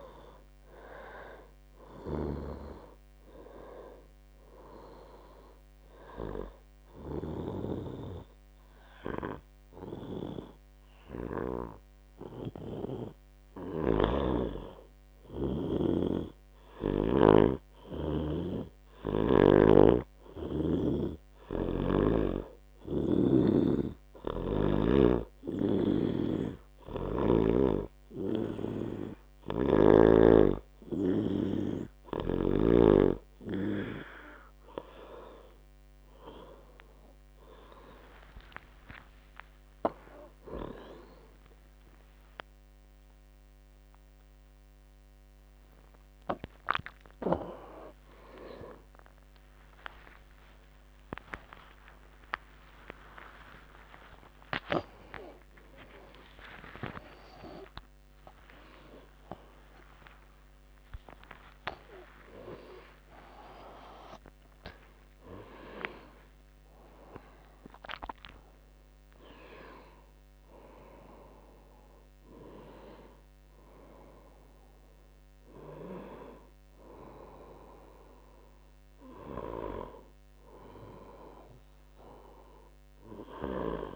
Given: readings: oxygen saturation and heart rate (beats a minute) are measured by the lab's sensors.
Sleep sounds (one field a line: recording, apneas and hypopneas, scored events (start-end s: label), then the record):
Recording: a person partly awake in a sleep study, by a microphone on the trachea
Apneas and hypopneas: 1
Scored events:
5.00-15.00 s: obstructive apnea (oxygen 95% before, 92% lowest, heart rate 96 before, 64 extreme, up 6 after)
17.50-22.00 s: arousal
27.00-33.00 s: oxygen desaturation (device-marked, oxygen 98% before, 94% lowest, heart rate 66 before, 68 extreme)
38.00-45.00 s: tachycardia (device-marked, heart rate 70 before, 135 extreme)
38.00-68.00 s: new sleep stage, awake
47.00-57.00 s: tachycardia (device-marked, heart rate 71 before, 150 extreme)
58.00-65.00 s: tachycardia (device-marked, heart rate 73 before, 126 extreme)
68.00-83.96 s: new sleep stage, N1 (lightest sleep)
From the record:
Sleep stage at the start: N2 (light sleep)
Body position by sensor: on the back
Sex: male